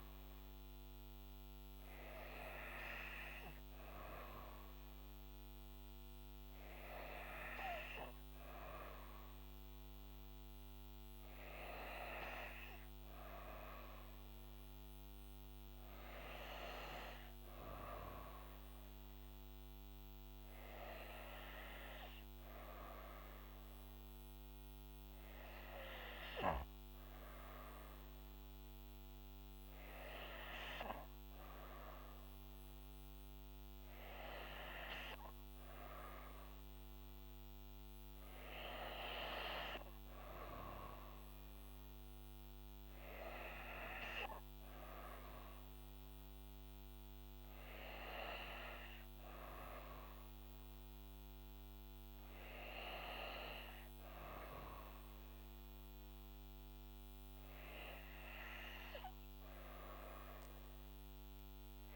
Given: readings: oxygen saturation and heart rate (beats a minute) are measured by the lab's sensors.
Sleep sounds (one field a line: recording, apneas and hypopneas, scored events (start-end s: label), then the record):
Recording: breathing in sleep by a microphone on the trachea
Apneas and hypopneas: none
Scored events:
none scored
From the record:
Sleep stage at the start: N2 (light sleep)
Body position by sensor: on the back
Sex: female